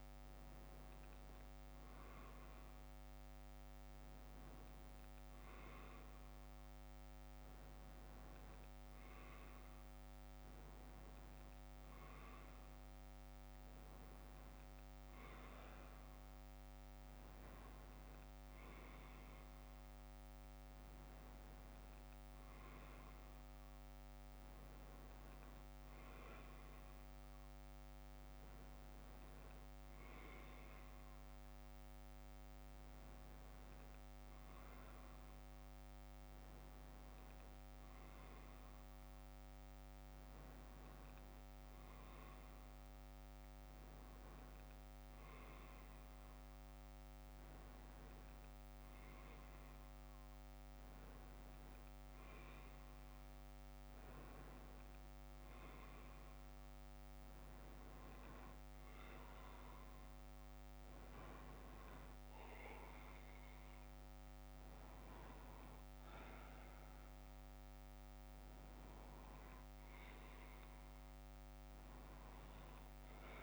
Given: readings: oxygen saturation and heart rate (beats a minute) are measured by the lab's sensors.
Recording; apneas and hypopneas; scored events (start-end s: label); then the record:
breathing in sleep, hard to hear, by a microphone on the trachea; none
4.50-11.50 s: bradycardia (device-marked, heart rate 64 before, 58 extreme)
17.50-19.50 s: bradycardia (device-marked, heart rate 64 before, 60 extreme)
34.50-41.50 s: bradycardia (device-marked, heart rate 64 before, 49 extreme)
44.50-49.50 s: bradycardia (device-marked, heart rate 63 before, 59 extreme)
64.50-67.50 s: bradycardia (device-marked, heart rate 63 before, 58 extreme)
68.50-71.50 s: bradycardia (device-marked, heart rate 63 before, 59 extreme)
From the record:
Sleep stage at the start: N2 (light sleep); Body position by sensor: on the left side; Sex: male